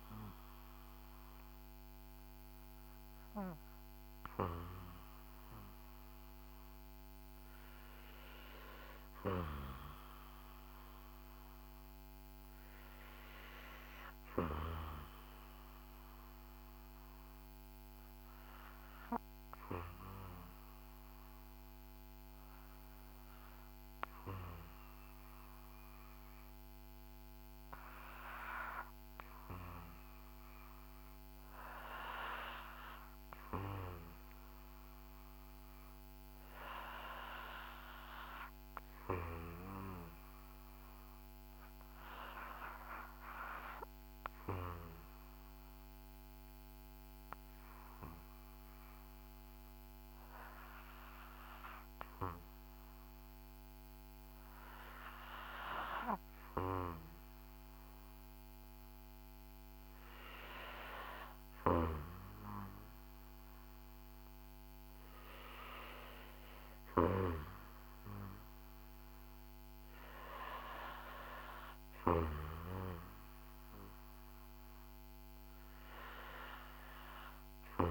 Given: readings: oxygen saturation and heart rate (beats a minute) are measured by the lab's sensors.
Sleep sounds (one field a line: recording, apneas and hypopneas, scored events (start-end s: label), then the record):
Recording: breathing in sleep by a microphone on the trachea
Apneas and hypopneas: 1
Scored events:
0.00-19.00 s: oxygen desaturation (device-marked, oxygen 84% lowest, heart rate 53 extreme)
13.50-59.50 s: obstructive apnea (oxygen 90% before, 77% lowest, heart rate 58 before, 55 extreme, up 4 after)
43.00-77.91 s: oxygen desaturation (device-marked, oxygen 91% before, 77% lowest, heart rate 58 before, 54 extreme)
62.00-66.00 s: arousal
From the record:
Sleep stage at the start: REM sleep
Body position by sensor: on the back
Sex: male